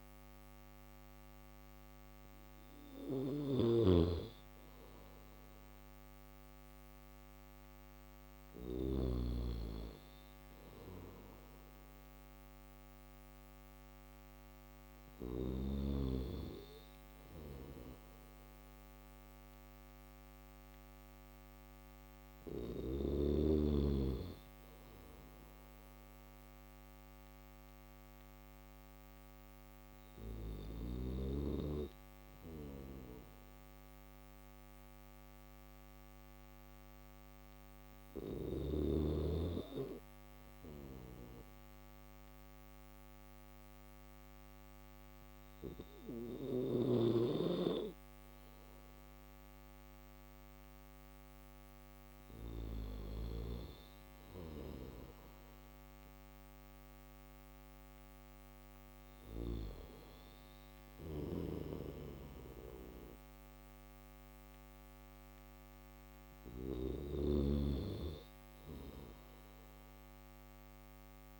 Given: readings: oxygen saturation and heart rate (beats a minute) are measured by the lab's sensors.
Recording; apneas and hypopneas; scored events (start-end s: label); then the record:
breathing in sleep by a microphone on the trachea; none
2.00-8.00 s: snoring (device-marked)
45.00-51.50 s: snoring (device-marked)
From the record:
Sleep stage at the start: N3 (deep sleep); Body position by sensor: on the back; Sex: male